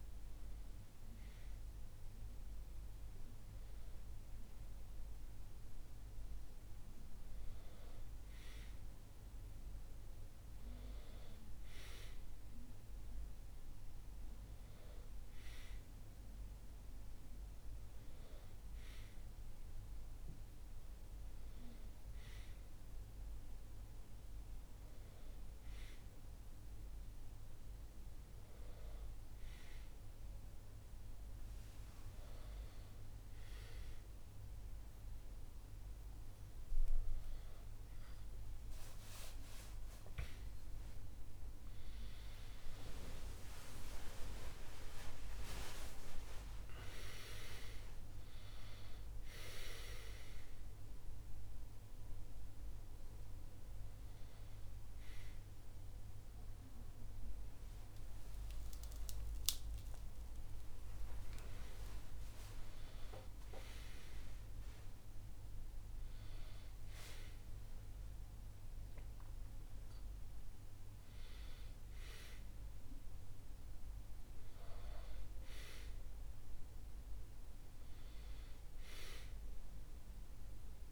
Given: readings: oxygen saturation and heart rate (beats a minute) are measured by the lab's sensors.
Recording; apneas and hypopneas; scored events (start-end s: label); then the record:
a person partly awake in a sleep study, by a room microphone; none
41.50-71.50 s: new sleep stage, awake
71.50-80.92 s: new sleep stage, N1 (lightest sleep)
From the record:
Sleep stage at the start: N1 (lightest sleep); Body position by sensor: on the back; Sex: male